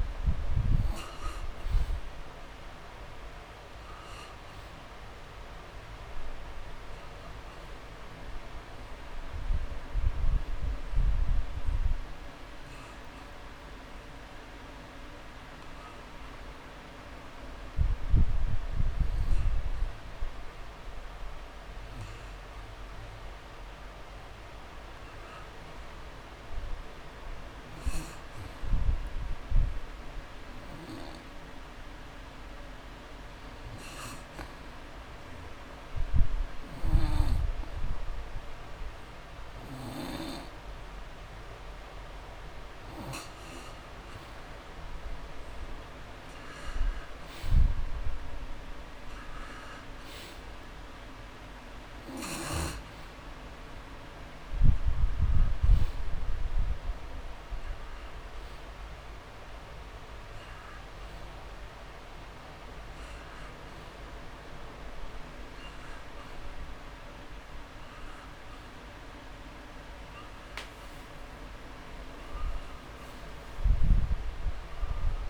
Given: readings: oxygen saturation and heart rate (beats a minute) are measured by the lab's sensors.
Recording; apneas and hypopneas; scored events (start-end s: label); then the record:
breathing in sleep, hard to hear, by a room microphone; 1
0.00-23.00 s: oxygen desaturation (device-marked, oxygen 87% lowest)
21.50-25.00 s: arousal
27.50-42.50 s: hypopnea (oxygen 99% before, 90% lowest)
38.50-40.50 s: long interval between heartbeats (device-marked)
44.00-46.50 s: arousal
44.00-67.00 s: oxygen desaturation (device-marked, oxygen 98% before, 90% lowest)
From the record:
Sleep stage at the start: N2 (light sleep); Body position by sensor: on the back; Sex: male